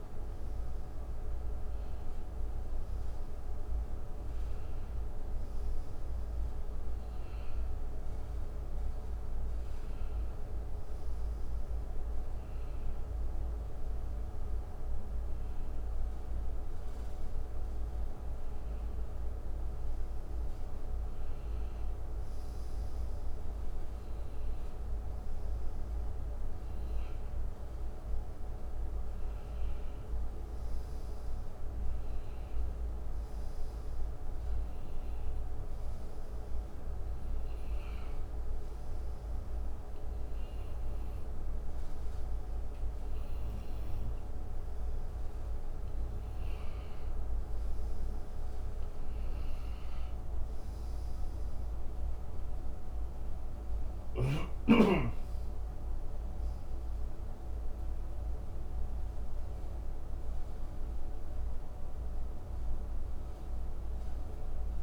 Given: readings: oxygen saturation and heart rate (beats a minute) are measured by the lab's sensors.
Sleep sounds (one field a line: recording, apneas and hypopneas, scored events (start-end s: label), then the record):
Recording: breathing in sleep, hard to hear, by a room microphone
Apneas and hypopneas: none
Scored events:
54.00-58.00 s: arousal
From the record:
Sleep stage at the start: N1 (lightest sleep)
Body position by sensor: on the right side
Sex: male